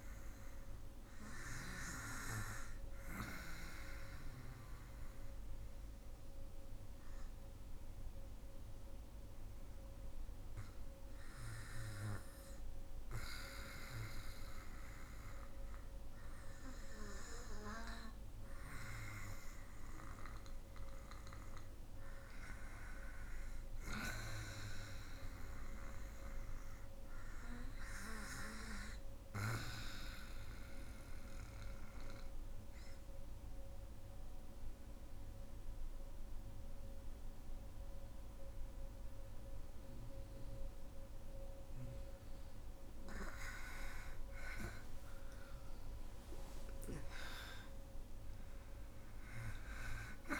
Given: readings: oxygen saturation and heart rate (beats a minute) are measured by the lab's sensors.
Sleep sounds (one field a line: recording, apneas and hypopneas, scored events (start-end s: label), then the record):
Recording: breathing in sleep by a room microphone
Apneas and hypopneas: 2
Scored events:
0.00-11.00 s: oxygen desaturation (device-marked, oxygen 86% lowest, heart rate 51 extreme)
3.50-18.50 s: obstructive apnea (oxygen 93% before, 88% lowest, heart rate 63 before, 54 extreme, up 4 after)
20.50-25.00 s: arousal
31.50-43.00 s: obstructive apnea (oxygen 99% before, 88% lowest, heart rate 60 before, 53 extreme, up 16 after)
44.00-48.50 s: arousal
47.00-50.40 s: oxygen desaturation (device-marked, oxygen 96% before, 88% lowest, heart rate 58 before, 52 extreme)
From the record:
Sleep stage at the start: REM sleep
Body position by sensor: on the back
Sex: female